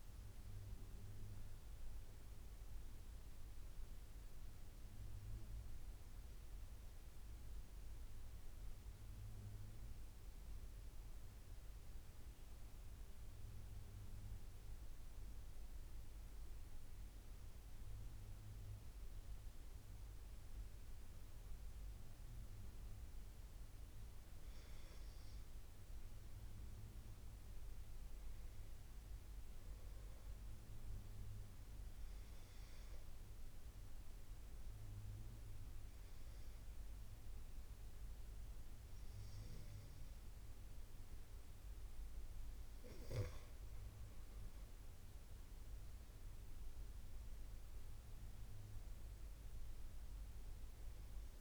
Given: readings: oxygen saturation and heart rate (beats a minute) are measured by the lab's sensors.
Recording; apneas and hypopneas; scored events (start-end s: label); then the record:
breathing in sleep, hard to hear, by a room microphone; 2
0.00-7.00 s: oxygen desaturation (device-marked, oxygen 88% lowest, heart rate 74 extreme)
6.50-18.50 s: central apnea (oxygen 97% before, 91% lowest, heart rate 87 before, 74 extreme, up 7 after)
21.00-24.00 s: arousal
27.00-35.00 s: oxygen desaturation (device-marked, oxygen 97% before, 92% lowest, heart rate 79 before, 77 extreme)
31.50-43.00 s: hypopnea (oxygen 97% before, 89% lowest, heart rate 79 before, 77 extreme, up 8 after)
44.50-47.50 s: arousal
From the record:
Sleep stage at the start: N2 (light sleep); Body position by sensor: on the back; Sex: male